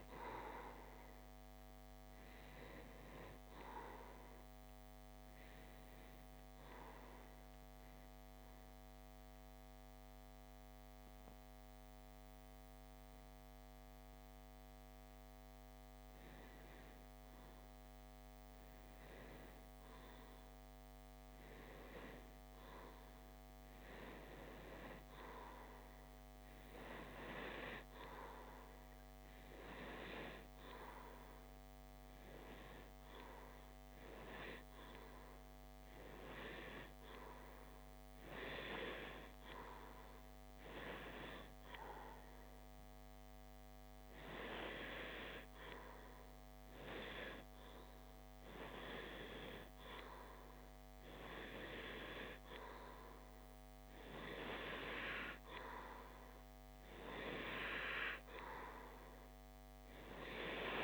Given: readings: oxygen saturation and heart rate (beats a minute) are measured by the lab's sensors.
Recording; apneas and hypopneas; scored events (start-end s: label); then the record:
breathing in sleep by a microphone on the trachea; 1
0.00-3.50 s: oxygen desaturation (device-marked, oxygen 93% lowest, heart rate 58 extreme)
6.50-52.50 s: mixed apnea (oxygen 95% before, 91% lowest, heart rate 67 before, 53 extreme, up 0 after)
56.50-60.50 s: arousal
From the record:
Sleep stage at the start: REM sleep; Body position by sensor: on the back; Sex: male